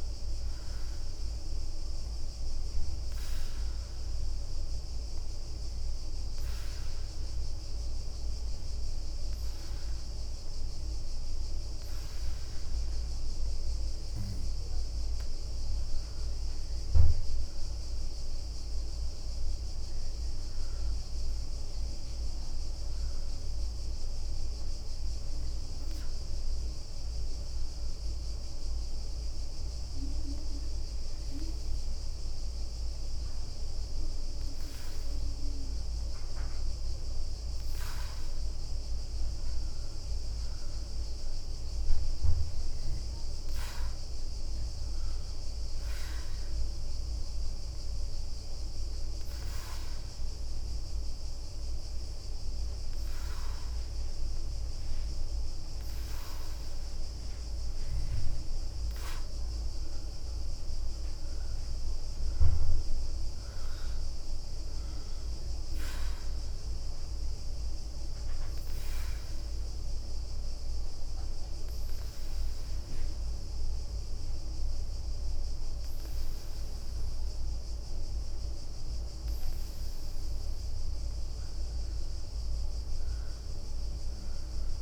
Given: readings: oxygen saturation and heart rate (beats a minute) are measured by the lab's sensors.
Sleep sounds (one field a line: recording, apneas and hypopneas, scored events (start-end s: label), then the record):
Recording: breathing in sleep, hard to hear, by a room microphone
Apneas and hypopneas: 4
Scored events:
0.50-11.00 s: obstructive apnea (oxygen 94% before, 90% lowest, heart rate 69 before, 63 extreme, up 7 after)
1.50-14.50 s: oxygen desaturation (device-marked, oxygen 94% before, 90% lowest, heart rate 70 before, 63 extreme)
4.50-6.50 s: leg movement (device-marked)
10.00-15.50 s: leg movement (device-marked)
16.00-20.00 s: arousal
20.50-39.50 s: oxygen desaturation (device-marked, oxygen 95% before, 90% lowest, heart rate 68 before, 63 extreme)
23.50-34.00 s: obstructive apnea (oxygen 95% before, 90% lowest, heart rate 68 before, 63 extreme, up 5 after)
36.00-40.00 s: arousal
43.50-55.00 s: obstructive apnea (oxygen 96% before, 90% lowest, heart rate 66 before, 64 extreme, up 4 after)
47.50-57.50 s: oxygen desaturation (device-marked, oxygen 96% before, 92% lowest, heart rate 66 before, 64 extreme)
57.00-60.50 s: arousal
66.50-78.50 s: obstructive apnea (oxygen 96% before, 90% lowest, heart rate 69 before, 62 extreme, up 6 after)
68.50-78.50 s: oxygen desaturation (device-marked, oxygen 94% before, 90% lowest, heart rate 70 before, 62 extreme)
81.00-84.50 s: arousal
From the record:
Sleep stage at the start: N2 (light sleep)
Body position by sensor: on the back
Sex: female